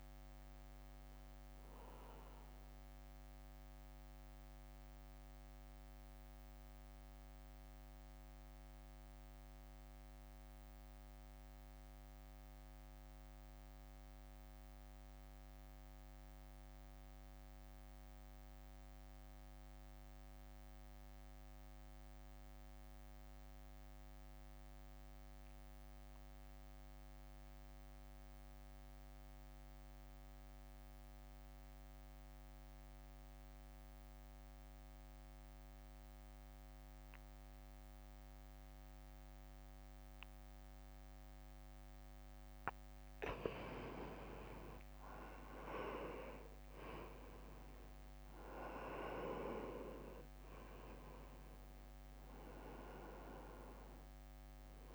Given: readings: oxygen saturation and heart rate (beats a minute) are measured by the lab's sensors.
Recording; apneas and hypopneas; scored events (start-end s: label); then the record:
breathing in sleep by a microphone on the trachea; 1
0.00-2.50 s: oxygen desaturation (device-marked, oxygen 91% lowest, heart rate 52 extreme)
0.00-5.50 s: drop in pulse transit time (device-marked, heart rate 53 extreme)
2.00-42.00 s: mixed apnea (oxygen 100% before, 85% lowest, heart rate 60 before, 50 extreme, up 11 after)
4.50-20.50 s: oxygen desaturation (device-marked, oxygen 94% before, 89% lowest, heart rate 59 before, 50 extreme)
35.50-54.95 s: oxygen desaturation (device-marked, oxygen 98% before, 91% lowest, heart rate 60 before, 52 extreme)
46.50-54.95 s: drop in pulse transit time (device-marked, heart rate 56 before, 52 extreme)
47.50-51.50 s: arousal
From the record:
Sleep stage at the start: N2 (light sleep); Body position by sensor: on the right side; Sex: male